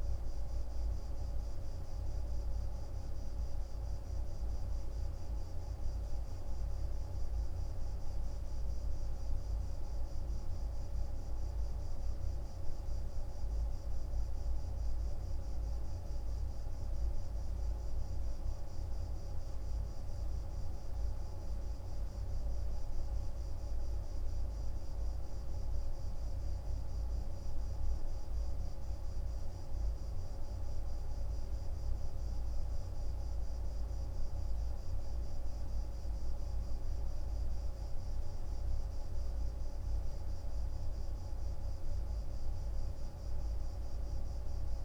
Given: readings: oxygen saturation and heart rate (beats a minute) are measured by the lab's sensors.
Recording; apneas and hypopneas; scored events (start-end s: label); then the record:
breathing in sleep, hard to hear, by a room microphone; none
none scored
From the record:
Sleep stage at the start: N2 (light sleep); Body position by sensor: on the right side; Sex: male